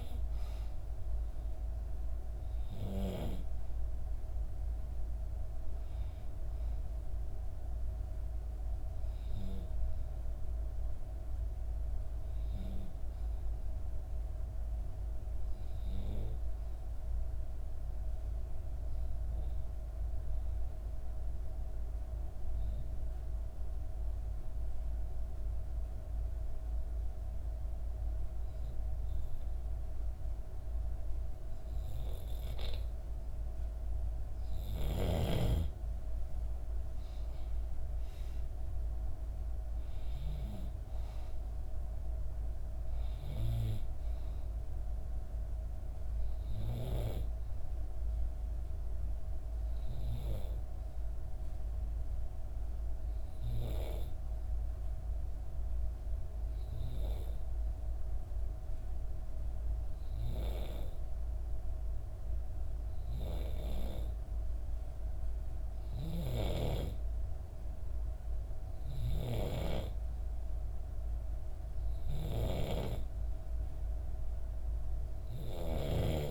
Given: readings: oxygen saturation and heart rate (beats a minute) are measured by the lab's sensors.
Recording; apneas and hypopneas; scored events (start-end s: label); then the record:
breathing in sleep by a room microphone; 2
0.00-17.50 s: oxygen desaturation (device-marked, oxygen 89% lowest, heart rate 63 extreme)
16.50-34.00 s: obstructive apnea (oxygen 94% before, 91% lowest, heart rate 65 before, 63 extreme, up 4 after)
36.50-41.00 s: arousal
37.50-55.50 s: oxygen desaturation (device-marked, oxygen 96% before, 91% lowest, heart rate 64 before, 63 extreme)
50.50-65.50 s: obstructive apnea (oxygen 97% before, 91% lowest, heart rate 66 before, 63 extreme, up 3 after)
66.50-71.00 s: arousal
From the record:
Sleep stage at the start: N2 (light sleep); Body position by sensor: on the back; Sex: female